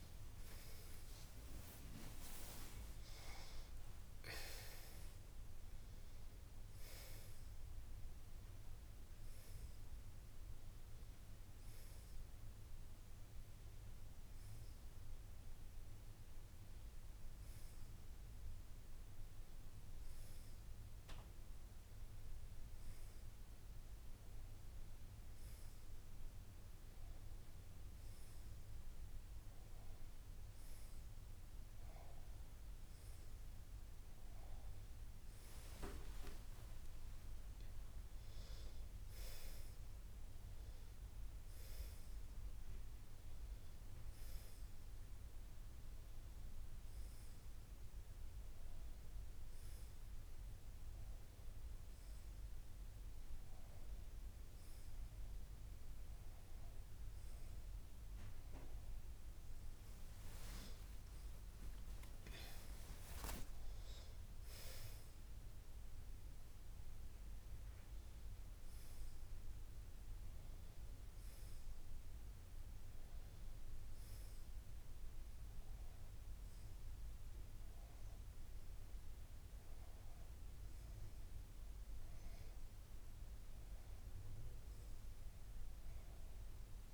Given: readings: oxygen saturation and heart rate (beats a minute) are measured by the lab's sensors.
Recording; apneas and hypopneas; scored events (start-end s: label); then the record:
a person awake in a sleep study, hard to hear, by a room microphone; none
48.00-86.94 s: new sleep stage, N1 (lightest sleep)
From the record:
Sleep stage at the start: awake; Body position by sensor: on the back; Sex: female